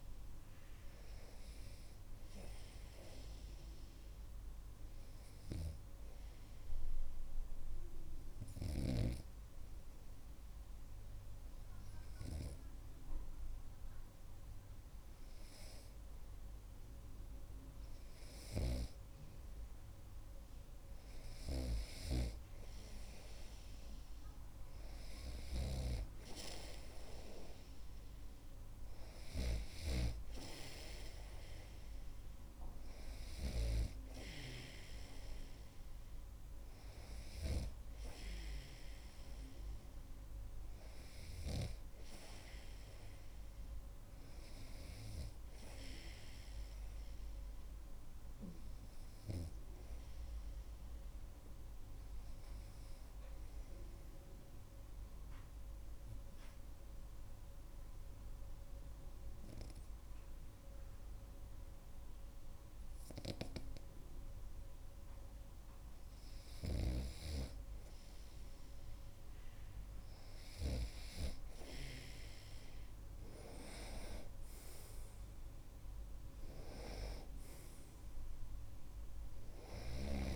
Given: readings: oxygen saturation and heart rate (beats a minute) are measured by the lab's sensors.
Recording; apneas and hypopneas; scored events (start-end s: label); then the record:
breathing in sleep by a room microphone; 2
6.00-19.50 s: hypopnea (oxygen 98% before, 96% lowest)
18.50-22.50 s: snoring (device-marked)
21.00-25.00 s: arousal
55.00-66.00 s: obstructive apnea (oxygen 98% before, 95% lowest)
69.50-73.50 s: arousal
From the record:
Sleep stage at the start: N2 (light sleep); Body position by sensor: on the right side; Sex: male